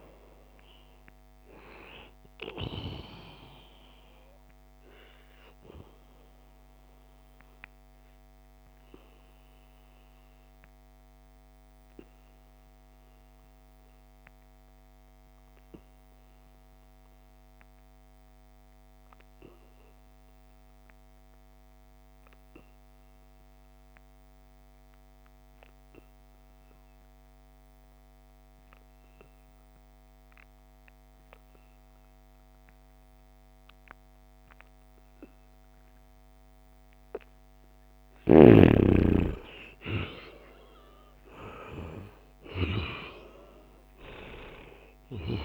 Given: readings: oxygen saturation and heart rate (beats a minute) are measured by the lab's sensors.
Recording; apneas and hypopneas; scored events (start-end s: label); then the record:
breathing in sleep by a microphone on the trachea; 1
0.00-12.50 s: oxygen desaturation (device-marked, oxygen 89% lowest, heart rate 67 extreme)
4.50-37.50 s: obstructive apnea (oxygen 97% before, 86% lowest, heart rate 80 before, 67 extreme, up 6 after)
30.50-45.45 s: oxygen desaturation (device-marked, oxygen 97% before, 86% lowest, heart rate 73 before, 67 extreme)
39.00-42.50 s: arousal
From the record:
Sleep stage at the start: N2 (light sleep); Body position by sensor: on the back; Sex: male